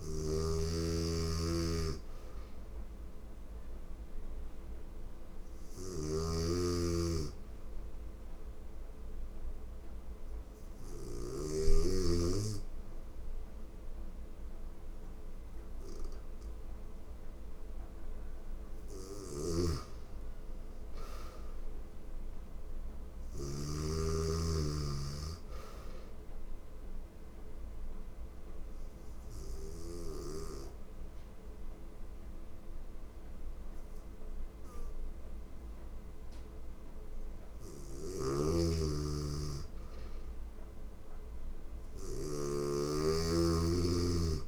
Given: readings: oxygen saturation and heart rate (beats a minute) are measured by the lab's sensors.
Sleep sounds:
breathing in sleep by a room microphone; 2
0.00-1.50 s: arousal
0.00-11.00 s: snoring (device-marked)
4.00-16.00 s: oxygen desaturation (device-marked, oxygen 95% before, 90% lowest, heart rate 116 before, 81 extreme)
7.00-17.50 s: hypopnea (oxygen 97% before, 90% lowest, heart rate 116 before, 81 extreme, up 39 after)
18.50-23.00 s: snoring (device-marked)
19.00-22.50 s: arousal
26.00-38.50 s: obstructive apnea (oxygen 95% before, 90% lowest, heart rate 88 before, 80 extreme, up 0 after)
31.00-40.00 s: oxygen desaturation (device-marked, oxygen 95% before, 91% lowest, heart rate 94 before, 80 extreme)
37.50-44.48 s: snoring (device-marked)
40.00-43.50 s: arousal
From the record:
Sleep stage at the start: N2 (light sleep); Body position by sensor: on the right side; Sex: female

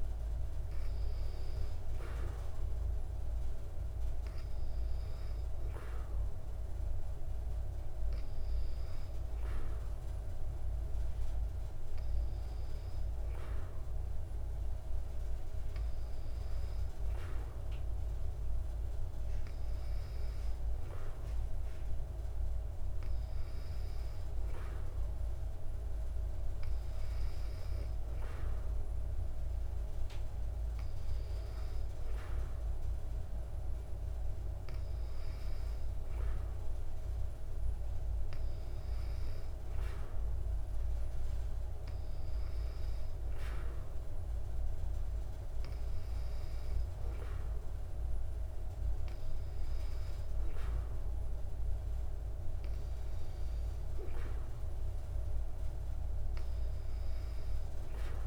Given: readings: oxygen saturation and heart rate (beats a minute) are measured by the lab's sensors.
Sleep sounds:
breathing in sleep, hard to hear, by a room microphone; none
none scored
From the record:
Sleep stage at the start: N2 (light sleep); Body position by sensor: on the back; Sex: female

